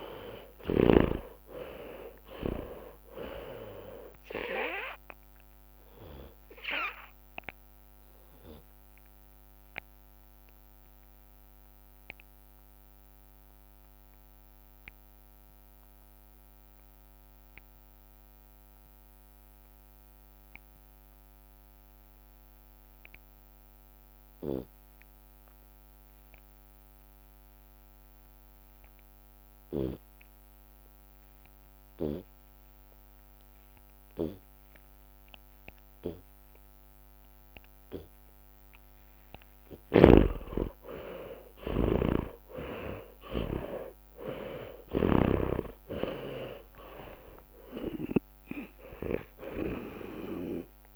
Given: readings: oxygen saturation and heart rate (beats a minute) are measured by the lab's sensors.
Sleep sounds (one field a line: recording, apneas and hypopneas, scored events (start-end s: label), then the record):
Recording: breathing in sleep by a microphone on the trachea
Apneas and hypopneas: 1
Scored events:
0.00-1.50 s: snoring (device-marked)
0.00-3.00 s: arousal
0.00-5.50 s: tachycardia (device-marked, heart rate 114 extreme)
0.50-11.50 s: drop in pulse transit time (device-marked, heart rate 97 before, 87 extreme)
2.50-4.50 s: long interval between heartbeats (device-marked, heart rate 102 before, 113 extreme)
6.50-8.50 s: long interval between heartbeats (device-marked, heart rate 111 before, 113 extreme)
7.50-38.00 s: obstructive apnea (oxygen 99% before, 76% lowest, heart rate 112 before, 54 extreme)
9.50-11.50 s: long interval between heartbeats (device-marked, heart rate 110 before, 87 extreme)
23.50-34.50 s: oxygen desaturation (device-marked, oxygen 96% before, 76% lowest, heart rate 83 before, 75 extreme)
25.00-27.00 s: long interval between heartbeats (device-marked, heart rate 80 before, 61 extreme)
29.50-44.50 s: tachycardia (device-marked, heart rate 75 before, 166 extreme)
30.00-32.00 s: long interval between heartbeats (device-marked, heart rate 68 before, 77 extreme)
33.00-35.00 s: long interval between heartbeats (device-marked, heart rate 67 before, 102 extreme)
35.00-37.00 s: long interval between heartbeats (device-marked, heart rate 71 before, 128 extreme)
37.50-39.50 s: long interval between heartbeats (device-marked, heart rate 82 before, 163 extreme)
40.00-44.00 s: arousal
40.00-45.50 s: snoring (device-marked)
42.00-44.00 s: long interval between heartbeats (device-marked, heart rate 102 before, 119 extreme)
45.50-47.50 s: long interval between heartbeats (device-marked, heart rate 116 before, 114 extreme)
45.50-50.96 s: drop in pulse transit time (device-marked, heart rate 116 before, 95 extreme)
45.50-50.96 s: tachycardia (device-marked, heart rate 78 before, 116 extreme)
From the record:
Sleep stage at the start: N2 (light sleep)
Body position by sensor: on the left side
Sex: male